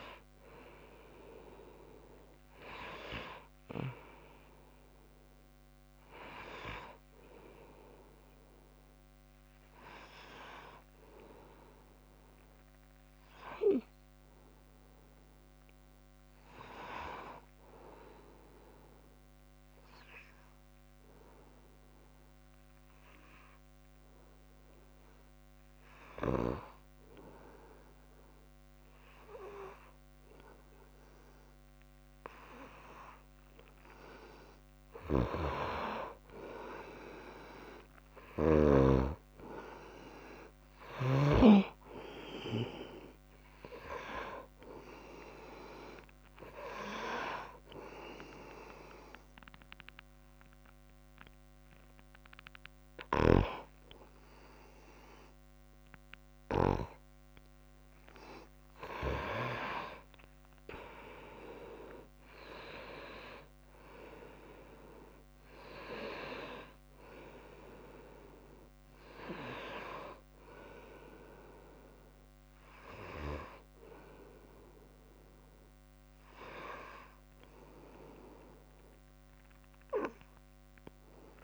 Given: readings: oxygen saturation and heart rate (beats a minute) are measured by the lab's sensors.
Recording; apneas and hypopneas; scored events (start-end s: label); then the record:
breathing in sleep by a microphone on the trachea; 2
0.00-2.00 s: arousal
17.50-33.50 s: hypopnea (oxygen 97% before, 95% lowest, heart rate 77 before, 63 extreme, up 1 after)
35.50-39.50 s: arousal
36.50-53.50 s: oxygen desaturation (device-marked, oxygen 98% before, 95% lowest, heart rate 66 before, 64 extreme)
47.50-59.50 s: hypopnea (oxygen 99% before, 94% lowest, heart rate 66 before, 63 extreme, up 14 after)
59.50-61.50 s: long interval between heartbeats (device-marked, heart rate 67 before, 79 extreme)
62.00-66.50 s: arousal
From the record:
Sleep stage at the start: N1 (lightest sleep); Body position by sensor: on the back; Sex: female